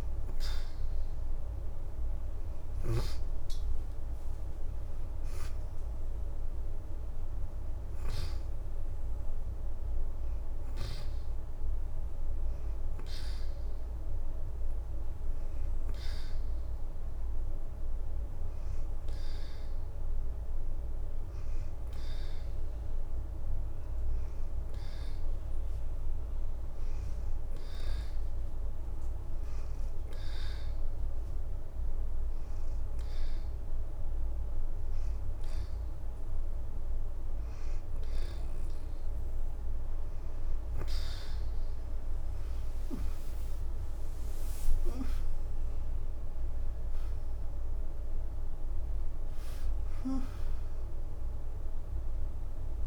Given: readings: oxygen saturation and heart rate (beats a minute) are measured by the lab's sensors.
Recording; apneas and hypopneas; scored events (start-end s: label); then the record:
breathing in sleep, hard to hear, by a room microphone; 1
0.00-2.00 s: leg movement (device-marked)
0.00-3.00 s: arousal
2.50-4.50 s: leg movement (device-marked)
13.50-38.00 s: hypopnea (oxygen 91% before, 85% lowest, heart rate 86 before, 78 extreme, up 7 after)
21.50-42.50 s: oxygen desaturation (device-marked, oxygen 92% before, 87% lowest, heart rate 85 before, 78 extreme)
25.50-30.50 s: leg movement (device-marked)
42.50-48.00 s: arousal
43.00-47.00 s: leg movement (device-marked)
47.50-52.87 s: oxygen desaturation (device-marked, oxygen 89% before, 85% lowest, heart rate 85 before, 77 extreme)
50.50-52.00 s: leg movement (device-marked)
From the record:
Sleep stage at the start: N2 (light sleep); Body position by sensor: on the back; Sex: female